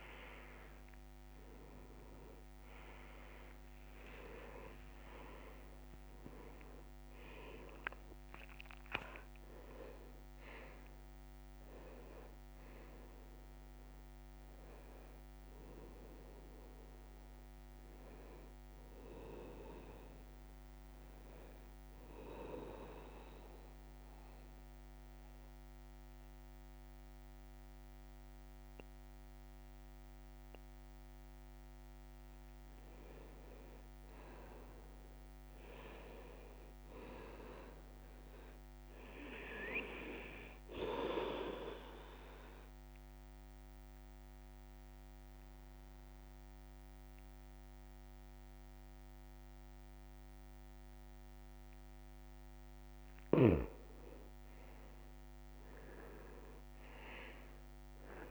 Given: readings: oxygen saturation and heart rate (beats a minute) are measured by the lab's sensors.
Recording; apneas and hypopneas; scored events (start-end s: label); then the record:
breathing in sleep by a microphone on the trachea; 2
0.50-7.50 s: arousal
10.50-31.50 s: oxygen desaturation (device-marked, oxygen 98% before, 91% lowest, heart rate 97 before, 68 extreme)
21.50-32.50 s: central apnea (oxygen 98% before, 91% lowest, heart rate 99 before, 68 extreme, up 5 after)
26.50-58.31 s: new sleep stage, N2 (light sleep)
34.50-37.50 s: arousal
41.50-52.50 s: obstructive apnea (oxygen 98% before, 91% lowest, heart rate 71 before, 67 extreme, up 5 after)
48.50-58.31 s: oxygen desaturation (device-marked, oxygen 98% before, 94% lowest, heart rate 70 before, 67 extreme)
55.00-58.31 s: arousal
From the record:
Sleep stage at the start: N1 (lightest sleep); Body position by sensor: on the back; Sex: male